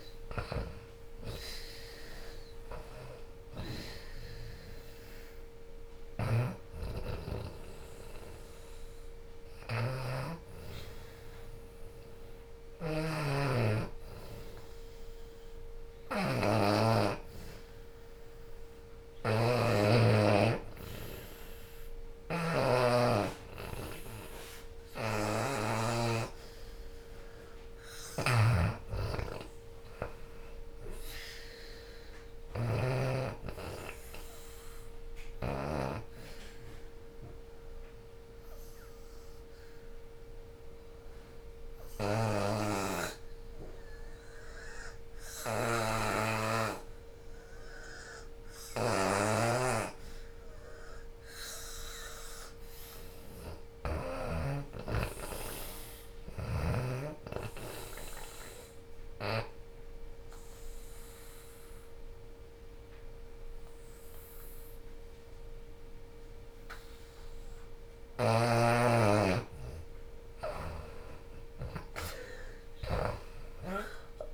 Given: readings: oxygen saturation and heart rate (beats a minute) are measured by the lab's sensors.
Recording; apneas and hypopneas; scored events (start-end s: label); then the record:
breathing in sleep by a room microphone; 3
0.00-5.00 s: arousal
0.00-10.00 s: drop in pulse transit time (device-marked, heart rate 76 extreme)
1.00-19.00 s: oxygen desaturation (device-marked, oxygen 84% before, 79% lowest, heart rate 78 before, 64 extreme)
12.00-25.50 s: hypopnea (oxygen 84% before, 77% lowest, heart rate 83 before, 64 extreme, up 14 after)
24.00-46.00 s: oxygen desaturation (device-marked, oxygen 92% before, 84% lowest, heart rate 78 before, 64 extreme)
28.00-32.00 s: arousal
36.50-50.50 s: obstructive apnea (oxygen 92% before, 77% lowest, heart rate 80 before, 64 extreme, up 23 after)
51.00-59.00 s: drop in pulse transit time (device-marked, heart rate 76 before, 84 extreme)
51.00-72.00 s: oxygen desaturation (device-marked, oxygen 90% before, 82% lowest, heart rate 76 before, 68 extreme)
53.00-56.00 s: arousal
58.00-69.00 s: obstructive apnea (oxygen 90% before, 77% lowest, heart rate 76 before, 68 extreme, up 25 after)
65.50-67.50 s: long interval between heartbeats (device-marked, heart rate 81 before, 76 extreme)
72.00-74.34 s: drop in pulse transit time (device-marked, heart rate 81 before, 78 extreme)
72.50-74.34 s: arousal
From the record:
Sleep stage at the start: N2 (light sleep); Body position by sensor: on the back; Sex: female